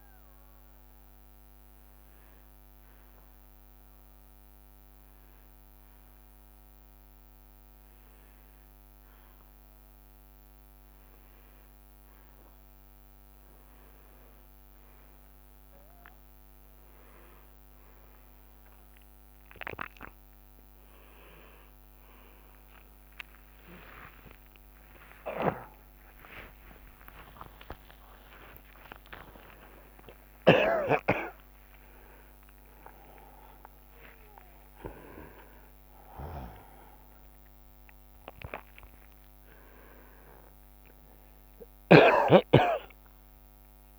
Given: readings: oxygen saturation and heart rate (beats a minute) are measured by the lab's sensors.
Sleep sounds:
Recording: a person awake in a sleep study, by a microphone on the trachea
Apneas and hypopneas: 1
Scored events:
0.00-5.50 s: leg movement (device-marked)
2.00-13.00 s: hypopnea (oxygen 98% before, 95% lowest, heart rate 69 before, 64 extreme, up 9 after)
7.00-14.50 s: leg movement (device-marked)
18.00-43.99 s: new sleep stage, awake
From the record:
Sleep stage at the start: N2 (light sleep)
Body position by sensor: on the back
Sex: male

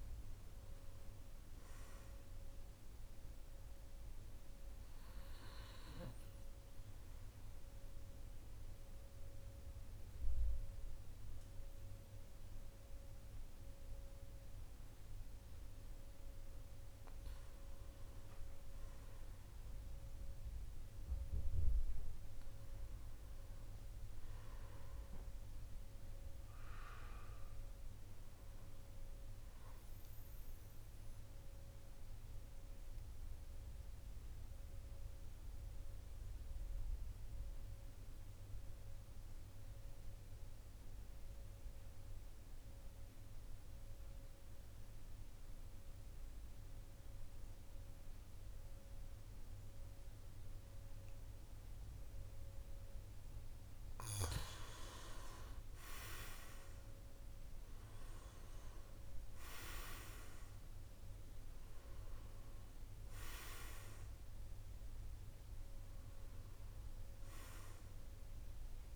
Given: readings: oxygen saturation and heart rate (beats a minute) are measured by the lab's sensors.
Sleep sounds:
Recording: breathing in sleep by a room microphone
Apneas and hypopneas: 2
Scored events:
6.50-16.50 s: central apnea (oxygen 97% before, 90% lowest, heart rate 54 before, 47 extreme, up 5 after)
17.50-22.00 s: arousal
30.00-53.50 s: obstructive apnea (oxygen 98% before, 90% lowest, heart rate 51 before, 47 extreme, up 7 after)
51.00-68.96 s: oxygen desaturation (device-marked, oxygen 96% before, 90% lowest, heart rate 49 before, 47 extreme)
55.00-58.50 s: arousal
From the record:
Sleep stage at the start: N2 (light sleep)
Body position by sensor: on the back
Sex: male

